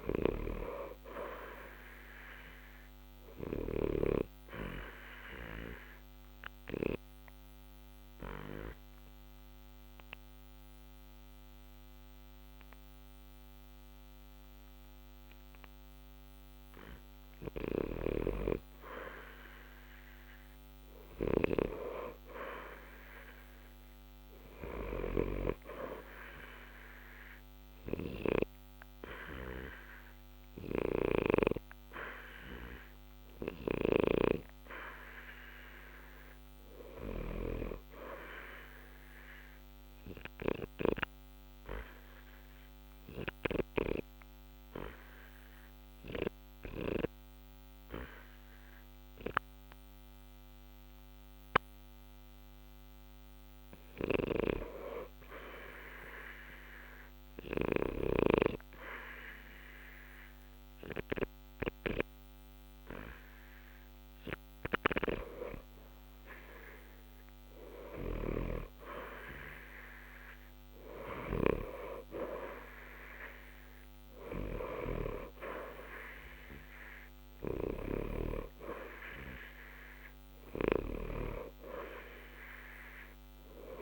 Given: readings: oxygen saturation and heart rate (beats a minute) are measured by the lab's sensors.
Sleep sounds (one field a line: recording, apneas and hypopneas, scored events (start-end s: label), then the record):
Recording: breathing in sleep by a microphone on the trachea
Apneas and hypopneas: 2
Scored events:
0.00-29.50 s: oxygen desaturation (device-marked, oxygen 82% lowest, heart rate 60 extreme)
3.00-16.50 s: obstructive apnea (oxygen 88% before, 82% lowest, heart rate 60 before, 60 extreme, up 0 after)
19.00-22.50 s: arousal
39.00-53.00 s: obstructive apnea (oxygen 90% before, 83% lowest, heart rate 60 before, 60 extreme, up 0 after)
40.50-55.50 s: oxygen desaturation (device-marked, oxygen 90% before, 86% lowest, heart rate 60 before, 60 extreme)
56.00-60.50 s: arousal
80.50-83.82 s: oxygen desaturation (device-marked, oxygen 87% before, 83% lowest, heart rate 61 before, 60 extreme)
From the record:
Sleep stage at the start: N2 (light sleep)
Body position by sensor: on the back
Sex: male